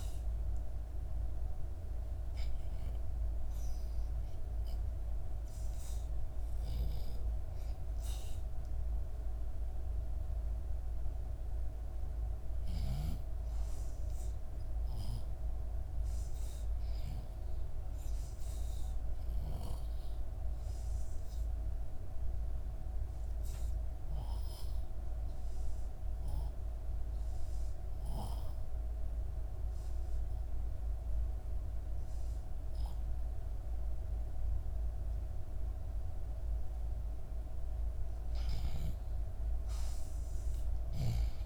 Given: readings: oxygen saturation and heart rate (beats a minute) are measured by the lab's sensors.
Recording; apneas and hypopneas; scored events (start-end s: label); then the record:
breathing in sleep, hard to hear, by a room microphone; 1
0.00-15.50 s: oxygen desaturation (device-marked, oxygen 87% lowest, heart rate 67 extreme)
19.00-36.00 s: obstructive apnea (oxygen 92% before, 79% lowest, heart rate 70 before, 73 extreme, up 1 after)
39.00-41.46 s: arousal
From the record:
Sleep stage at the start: REM sleep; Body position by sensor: on the back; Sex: female